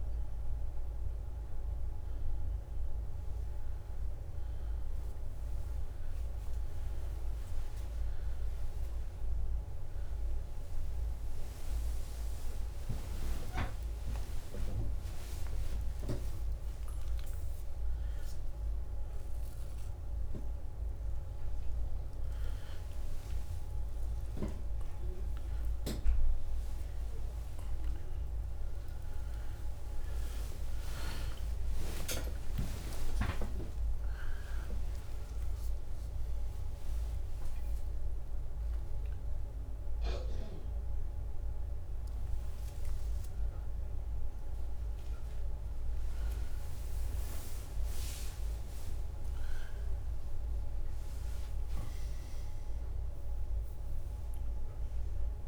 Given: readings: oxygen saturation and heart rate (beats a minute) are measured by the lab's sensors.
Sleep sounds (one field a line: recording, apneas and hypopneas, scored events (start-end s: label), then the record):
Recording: a person awake in a sleep study, by a room microphone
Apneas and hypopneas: none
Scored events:
0.00-5.00 s: drop in pulse transit time (device-marked, heart rate 67 extreme)
10.50-12.50 s: long interval between heartbeats (device-marked, heart rate 71 before, 87 extreme)
12.00-33.00 s: tachycardia (device-marked, heart rate 75 before, 162 extreme)
15.50-17.50 s: long interval between heartbeats (device-marked, heart rate 77 before, 116 extreme)
16.00-26.00 s: drop in pulse transit time (device-marked, heart rate 79 before, 113 extreme)
17.50-19.50 s: long interval between heartbeats (device-marked, heart rate 81 before, 133 extreme)
22.00-24.00 s: long interval between heartbeats (device-marked, heart rate 95 before, 113 extreme)
25.00-27.00 s: long interval between heartbeats (device-marked, heart rate 102 before, 132 extreme)
27.50-29.50 s: long interval between heartbeats (device-marked, heart rate 109 before, 162 extreme)
30.00-32.00 s: long interval between heartbeats (device-marked, heart rate 120 before, 144 extreme)
33.00-35.00 s: long interval between heartbeats (device-marked, heart rate 129 before, 117 extreme)
33.00-42.00 s: drop in pulse transit time (device-marked, heart rate 129 before, 82 extreme)
36.00-38.00 s: leg movement (device-marked)
36.00-53.00 s: oxygen desaturation (device-marked, oxygen 99% before, 95% lowest, heart rate 132 before, 64 extreme)
45.50-52.50 s: leg movement (device-marked)
53.00-55.48 s: drop in pulse transit time (device-marked, heart rate 84 before, 69 extreme)
From the record:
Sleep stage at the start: awake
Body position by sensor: on the right side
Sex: male